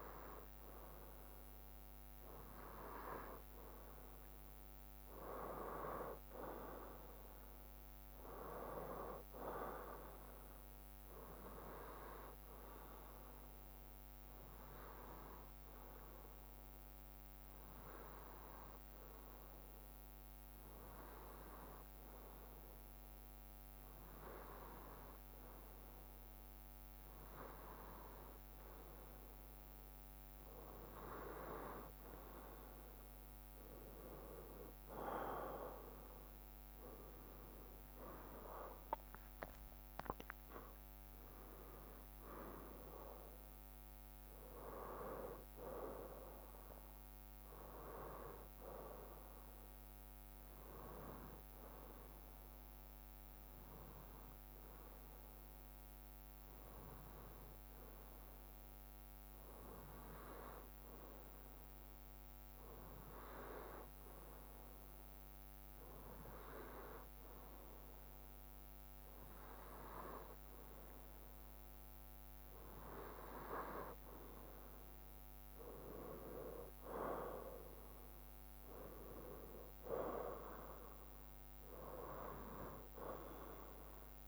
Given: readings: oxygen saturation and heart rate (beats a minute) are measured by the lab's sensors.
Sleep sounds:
breathing in sleep by a microphone on the trachea; 2
14.00-27.00 s: hypopnea (oxygen 97% before, 93% lowest, heart rate 64 before, 64 extreme, up 1 after)
33.50-39.00 s: arousal
33.50-48.50 s: drop in pulse transit time (device-marked, heart rate 65 before, 65 extreme)
51.00-70.50 s: hypopnea (oxygen 95% before, 93% lowest, heart rate 66 before, 62 extreme, up 1 after)
75.00-78.50 s: arousal
From the record:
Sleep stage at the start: N2 (light sleep); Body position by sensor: on the right side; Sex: male

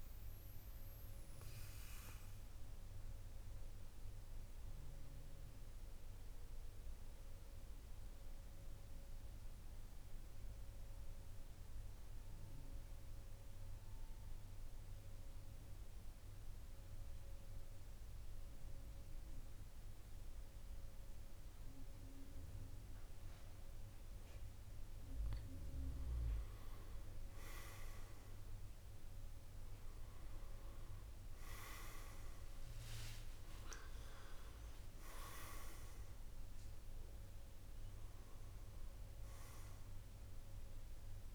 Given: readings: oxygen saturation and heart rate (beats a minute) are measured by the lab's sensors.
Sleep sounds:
breathing in sleep by a room microphone; 1
0.00-8.00 s: oxygen desaturation (device-marked, oxygen 90% lowest, heart rate 45 extreme)
4.00-22.00 s: obstructive apnea (oxygen 99% before, 90% lowest, heart rate 51 before, 47 extreme, up 4 after)
23.00-41.34 s: oxygen desaturation (device-marked, oxygen 98% before, 91% lowest, heart rate 48 before, 46 extreme)
29.50-33.00 s: arousal
From the record:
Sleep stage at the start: N2 (light sleep); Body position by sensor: on the back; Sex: male

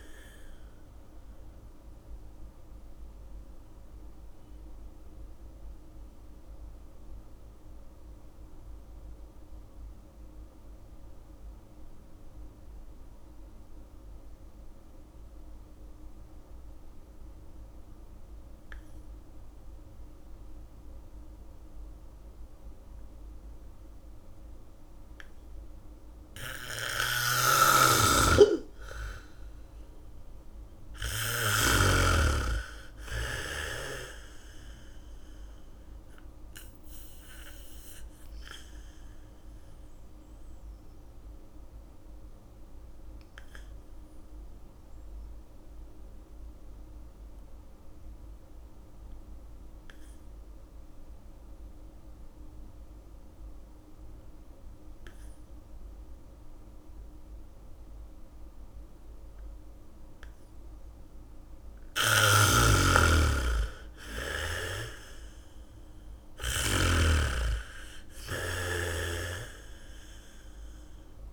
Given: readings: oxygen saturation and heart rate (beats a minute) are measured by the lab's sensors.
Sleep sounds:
breathing in sleep by a room microphone; 2
0.00-21.50 s: oxygen desaturation (device-marked, oxygen 84% lowest)
3.50-29.00 s: mixed apnea (oxygen 99% before, 83% lowest)
27.50-32.00 s: snoring (device-marked)
29.50-38.50 s: bradycardia (device-marked)
30.50-33.50 s: arousal
32.50-53.50 s: oxygen desaturation (device-marked, oxygen 99% before, 86% lowest, heart rate 66 before, 27 extreme)
38.00-61.50 s: mixed apnea (oxygen 99% before, 83% lowest, heart rate 52 before, 27 extreme)
58.50-70.50 s: bradycardia (device-marked, heart rate 62 before, 27 extreme)
62.50-67.50 s: snoring (device-marked)
62.50-71.32 s: oxygen desaturation (device-marked, oxygen 98% before, 83% lowest)
63.00-67.00 s: arousal
From the record:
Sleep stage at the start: N2 (light sleep); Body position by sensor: on the back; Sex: female

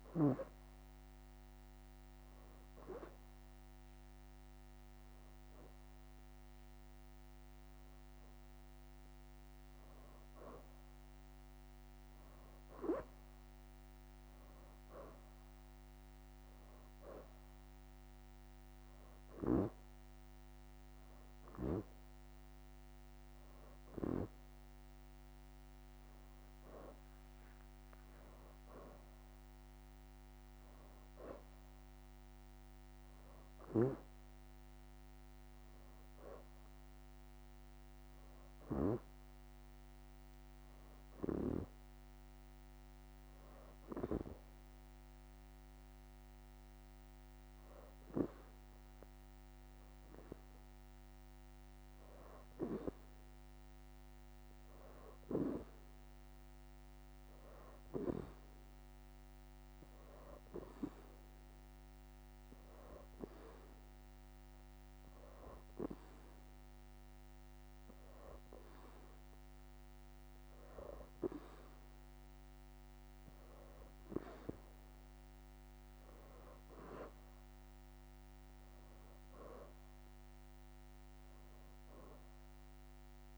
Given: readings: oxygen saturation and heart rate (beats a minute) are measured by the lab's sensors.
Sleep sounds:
breathing in sleep by a microphone on the trachea; 1
15.00-20.00 s: leg movement (device-marked)
26.50-30.50 s: arousal
45.50-54.00 s: leg movement (device-marked)
46.50-74.00 s: hypopnea (oxygen 92% before, 87% lowest, heart rate 89 before, 85 extreme, up 4 after)
55.00-74.00 s: oxygen desaturation (device-marked, oxygen 92% before, 87% lowest, heart rate 85 before, 87 extreme)
61.50-68.00 s: leg movement (device-marked)
68.50-70.50 s: leg movement (device-marked)
76.00-80.50 s: arousal
76.00-81.00 s: leg movement (device-marked)
81.50-83.38 s: leg movement (device-marked)
From the record:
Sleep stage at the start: N2 (light sleep); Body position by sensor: on the back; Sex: female

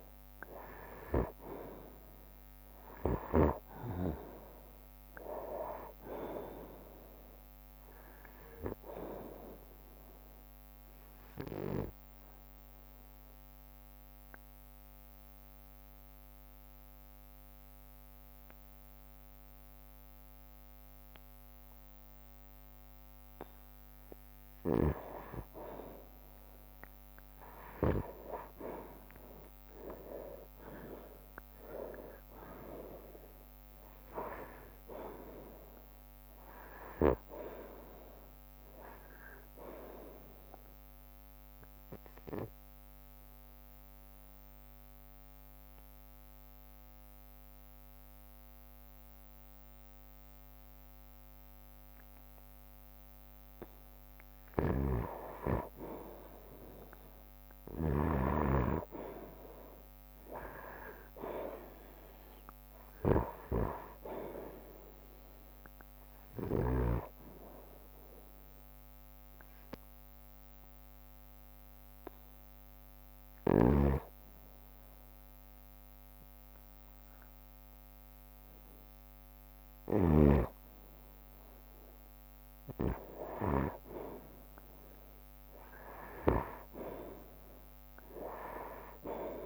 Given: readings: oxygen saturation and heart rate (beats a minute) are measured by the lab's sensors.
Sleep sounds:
breathing in sleep by a microphone on the trachea; 3
3.00-26.00 s: oxygen desaturation (device-marked, oxygen 97% before, 90% lowest, heart rate 60 before, 59 extreme)
3.50-5.50 s: long interval between heartbeats (device-marked, heart rate 60 before, 65 extreme)
4.00-19.00 s: drop in pulse transit time (device-marked, heart rate 60 before, 60 extreme)
10.50-24.00 s: obstructive apnea (oxygen 97% before, 90% lowest, heart rate 62 before, 59 extreme, up 1 after)
18.00-28.00 s: bradycardia (device-marked, heart rate 63 before, 59 extreme)
26.00-30.50 s: arousal
30.00-40.00 s: drop in pulse transit time (device-marked, heart rate 61 before, 59 extreme)
40.00-57.00 s: oxygen desaturation (device-marked, oxygen 96% before, 90% lowest, heart rate 61 before, 53 extreme)
41.00-53.50 s: obstructive apnea (oxygen 96% before, 90% lowest, heart rate 62 before, 53 extreme, up 0 after)
45.00-59.00 s: bradycardia (device-marked, heart rate 63 before, 53 extreme)
55.00-70.00 s: drop in pulse transit time (device-marked, heart rate 62 before, 53 extreme)
55.50-59.50 s: arousal
69.00-80.00 s: obstructive apnea (oxygen 97% before, 91% lowest, heart rate 60 before, 60 extreme, up 3 after)
73.00-85.00 s: oxygen desaturation (device-marked, oxygen 95% before, 91% lowest, heart rate 60 before, 60 extreme)
83.50-88.00 s: arousal
85.00-89.46 s: drop in pulse transit time (device-marked, heart rate 62 before, 61 extreme)
From the record:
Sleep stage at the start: N2 (light sleep); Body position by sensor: on the right side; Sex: male

